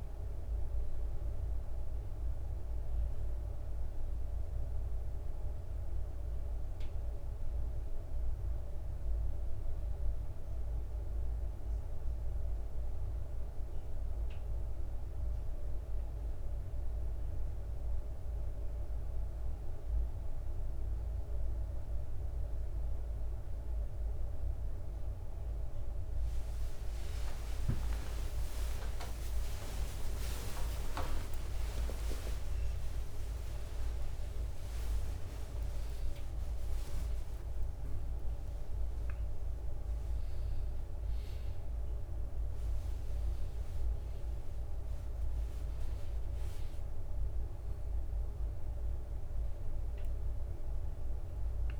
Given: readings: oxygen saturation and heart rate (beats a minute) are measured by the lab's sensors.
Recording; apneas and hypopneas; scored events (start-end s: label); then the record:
a person awake in a sleep study, hard to hear, by a room microphone; none
0.00-11.00 s: bradycardia (device-marked, heart rate 58 extreme)
27.00-34.00 s: tachycardia (device-marked, heart rate 70 before, 145 extreme)
27.50-29.50 s: long interval between heartbeats (device-marked, heart rate 60 before, 70 extreme)
29.00-41.00 s: drop in pulse transit time (device-marked, heart rate 62 before, 70 extreme)
30.50-32.50 s: long interval between heartbeats (device-marked, heart rate 63 before, 114 extreme)
From the record:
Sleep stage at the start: awake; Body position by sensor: on the left side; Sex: male